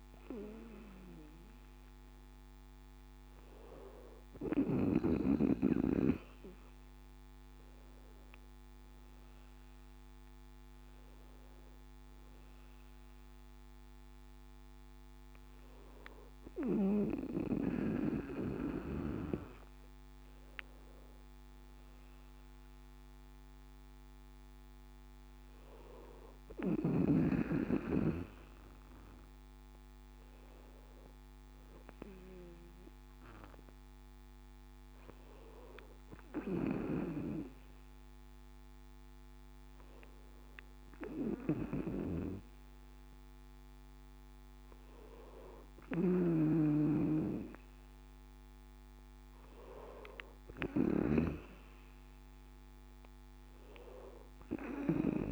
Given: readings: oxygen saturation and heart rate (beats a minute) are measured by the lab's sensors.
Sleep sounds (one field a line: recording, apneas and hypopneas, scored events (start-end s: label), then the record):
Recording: breathing in sleep by a microphone on the trachea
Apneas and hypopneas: none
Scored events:
45.50-51.00 s: snoring (device-marked)
From the record:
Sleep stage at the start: N2 (light sleep)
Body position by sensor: on the back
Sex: male